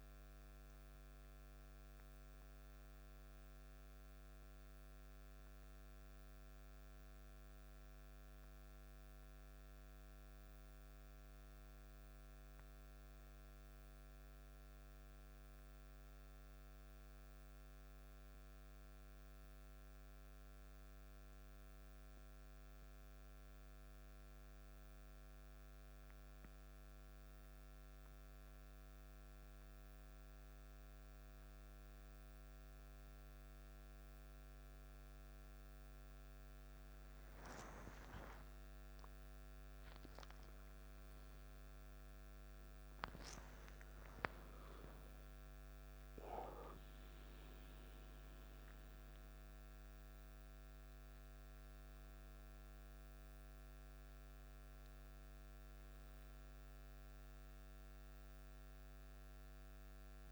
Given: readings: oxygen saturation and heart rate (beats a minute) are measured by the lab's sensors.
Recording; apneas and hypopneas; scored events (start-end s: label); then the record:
breathing in sleep, hard to hear, by a microphone on the trachea; 1
18.50-35.50 s: hypopnea (oxygen 98% before, 94% lowest, heart rate 55 before, 52 extreme, up 3 after)
38.00-42.50 s: arousal
41.00-60.32 s: oxygen desaturation (device-marked, oxygen 98% before, 94% lowest, heart rate 53 before, 52 extreme)
44.00-60.32 s: new sleep stage, N1 (lightest sleep)
From the record:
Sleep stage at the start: N2 (light sleep); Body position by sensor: on the back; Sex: male